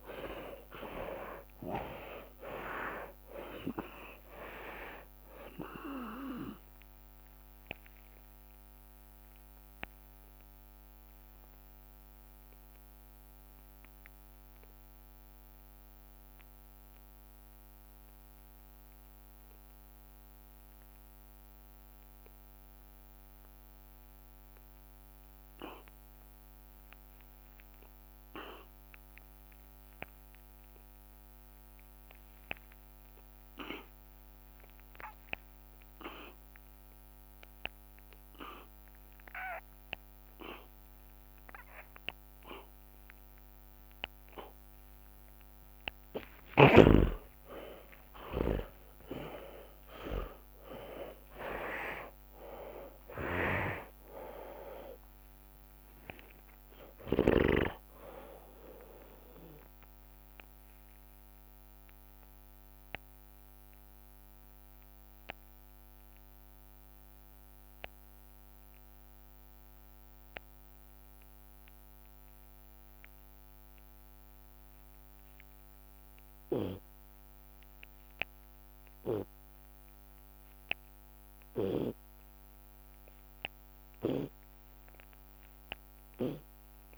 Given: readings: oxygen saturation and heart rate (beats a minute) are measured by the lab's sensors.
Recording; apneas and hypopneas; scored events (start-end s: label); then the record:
breathing in sleep by a microphone on the trachea; 2
0.00-3.00 s: arousal
0.50-2.50 s: long interval between heartbeats (device-marked, heart rate 67 before, 31 extreme)
1.50-12.50 s: oxygen desaturation (device-marked, oxygen 96% before, 93% lowest)
2.50-4.50 s: long interval between heartbeats (device-marked, heart rate 65 before, 99 extreme)
6.00-8.00 s: long interval between heartbeats (device-marked, heart rate 65 before, 54 extreme)
9.50-32.00 s: obstructive apnea (oxygen 97% before, 71% lowest)
11.50-13.50 s: long interval between heartbeats (device-marked, heart rate 51 before, 26 extreme)
12.50-25.50 s: drop in pulse transit time (device-marked)
18.50-34.50 s: oxygen desaturation (device-marked, oxygen 95% before, 71% lowest)
25.00-27.00 s: long interval between heartbeats (device-marked)
46.00-51.00 s: arousal
46.50-53.50 s: oxygen desaturation (device-marked, oxygen 99% before, 96% lowest)
48.00-50.00 s: long interval between heartbeats (device-marked)
53.50-62.50 s: drop in pulse transit time (device-marked)
56.00-58.00 s: long interval between heartbeats (device-marked)
58.50-60.50 s: long interval between heartbeats (device-marked)
61.50-63.50 s: long interval between heartbeats (device-marked, heart rate 31 before, 44 extreme)
61.50-78.00 s: obstructive apnea (oxygen 99% before, 72% lowest)
66.00-68.00 s: long interval between heartbeats (device-marked, heart rate 40 before, 36 extreme)
66.50-85.50 s: oxygen desaturation (device-marked, oxygen 96% before, 72% lowest, heart rate 41 before, 26 extreme)
71.50-73.50 s: long interval between heartbeats (device-marked)
73.50-75.50 s: long interval between heartbeats (device-marked, heart rate 37 before, 32 extreme)
74.50-84.50 s: drop in pulse transit time (device-marked, heart rate 37 before, 32 extreme)
76.50-78.50 s: long interval between heartbeats (device-marked, heart rate 37 before, 40 extreme)
79.00-81.00 s: long interval between heartbeats (device-marked, heart rate 38 before, 55 extreme)
80.00-83.00 s: arousal
82.50-84.50 s: long interval between heartbeats (device-marked, heart rate 41 before, 56 extreme)
From the record:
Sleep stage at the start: N2 (light sleep); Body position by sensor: on the back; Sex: male